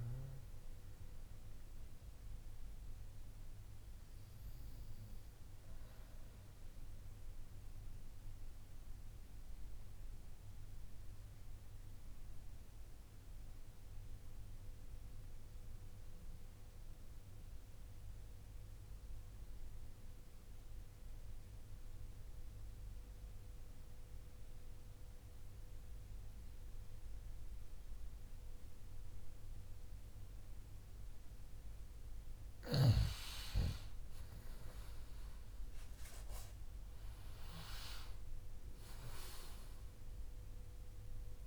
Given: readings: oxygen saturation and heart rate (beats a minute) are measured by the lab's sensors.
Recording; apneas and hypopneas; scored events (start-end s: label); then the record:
breathing in sleep by a room microphone; 1
0.00-14.00 s: oxygen desaturation (device-marked, oxygen 91% lowest)
4.50-31.00 s: mixed apnea (oxygen 96% before, 91% lowest)
30.00-41.46 s: oxygen desaturation (device-marked, oxygen 97% before, 91% lowest)
33.00-37.50 s: arousal
From the record:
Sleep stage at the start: N2 (light sleep); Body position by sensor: on the back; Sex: male